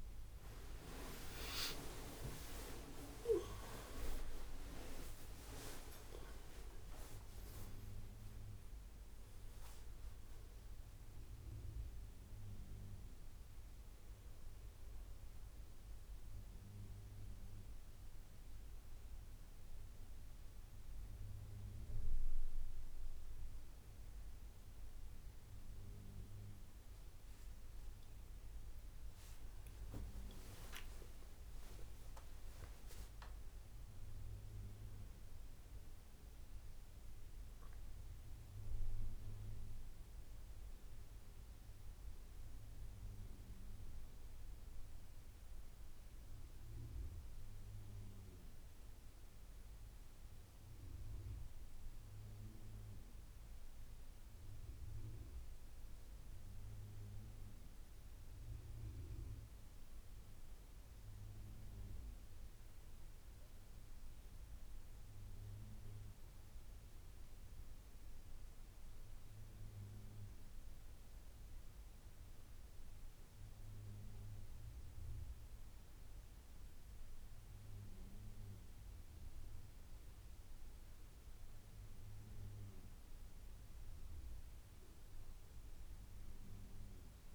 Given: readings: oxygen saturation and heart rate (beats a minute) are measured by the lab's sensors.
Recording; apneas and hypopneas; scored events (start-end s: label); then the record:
a person partly awake in a sleep study, by a room microphone; none
42.00-87.35 s: new sleep stage, N1 (lightest sleep)
From the record:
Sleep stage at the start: awake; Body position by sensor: on the back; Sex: male